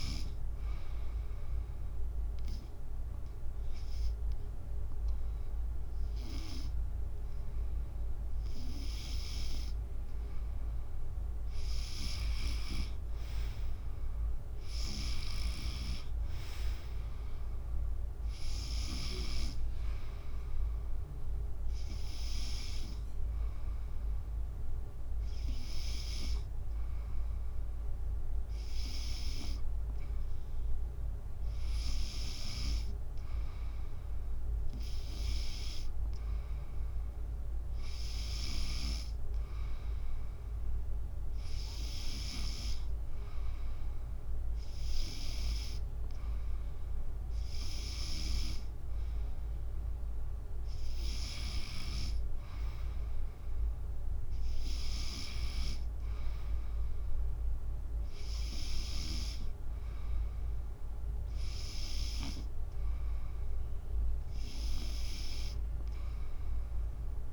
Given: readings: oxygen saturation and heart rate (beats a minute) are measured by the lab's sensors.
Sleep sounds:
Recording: breathing in sleep by a room microphone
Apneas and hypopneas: 2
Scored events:
1.00-12.00 s: obstructive apnea (oxygen 94% before, 92% lowest, heart rate 74 before, 71 extreme, up 4 after)
14.50-17.00 s: arousal
15.50-19.50 s: snoring (device-marked)
21.00-32.00 s: hypopnea (oxygen 95% before, 92% lowest, heart rate 72 before, 71 extreme, up 1 after)
35.00-37.00 s: arousal
38.50-67.33 s: new sleep stage, N3 (deep sleep)
From the record:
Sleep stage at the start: N2 (light sleep)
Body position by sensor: on the back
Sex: female

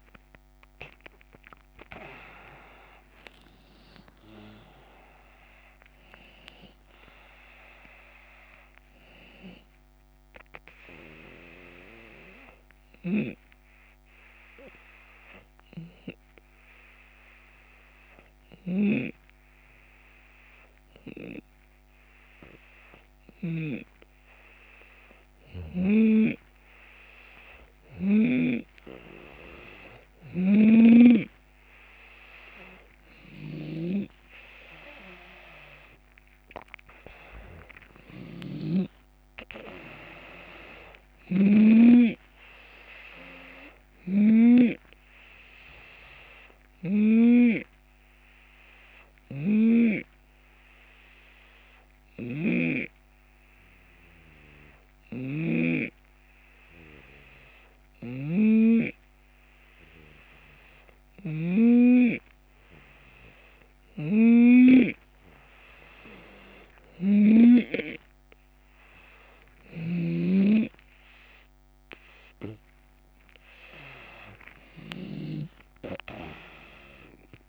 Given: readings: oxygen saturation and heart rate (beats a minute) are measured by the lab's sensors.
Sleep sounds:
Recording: breathing in sleep by a microphone on the trachea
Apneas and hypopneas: 2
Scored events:
9.50-26.00 s: hypopnea (oxygen 94% before, 88% lowest)
10.00-24.00 s: oxygen desaturation (device-marked, oxygen 92% before, 89% lowest)
13.00-15.00 s: long interval between heartbeats (device-marked)
18.00-23.00 s: snoring (device-marked)
30.00-38.50 s: snoring (device-marked)
31.00-36.00 s: arousal
40.50-44.00 s: snoring (device-marked)
47.50-63.00 s: hypopnea (oxygen 94% before, 88% lowest)
48.50-67.00 s: snoring (device-marked)
72.50-77.49 s: arousal
74.00-77.49 s: oxygen desaturation (device-marked, oxygen 92% before, 88% lowest)
From the record:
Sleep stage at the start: N2 (light sleep)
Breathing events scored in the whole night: 321 in 4.1 hours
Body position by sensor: on the left side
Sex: male

